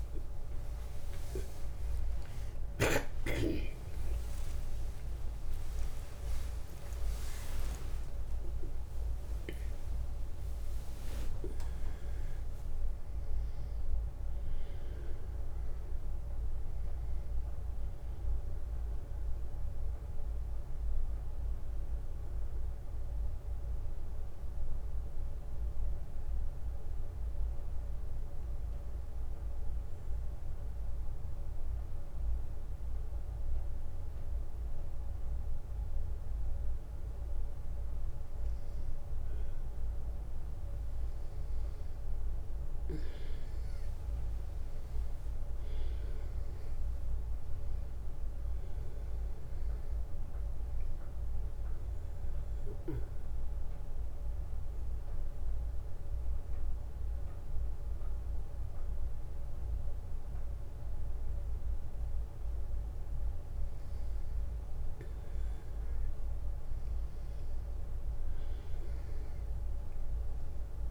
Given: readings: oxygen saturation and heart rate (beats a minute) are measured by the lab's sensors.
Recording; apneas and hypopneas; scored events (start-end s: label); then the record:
a person partly awake in a sleep study, hard to hear, by a room microphone; 2
10.00-70.00 s: new sleep stage, N1 (lightest sleep)
27.00-38.00 s: obstructive apnea (oxygen 98% before, 93% lowest, heart rate 88 before, 34 extreme, up 20 after)
39.50-42.50 s: arousal
43.00-63.00 s: oxygen desaturation (device-marked, oxygen 96% before, 93% lowest)
52.50-63.00 s: obstructive apnea (oxygen 96% before, 93% lowest)
65.50-69.50 s: arousal
70.00-70.91 s: new sleep stage, N2 (light sleep)
From the record:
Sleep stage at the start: awake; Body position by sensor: on the back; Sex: male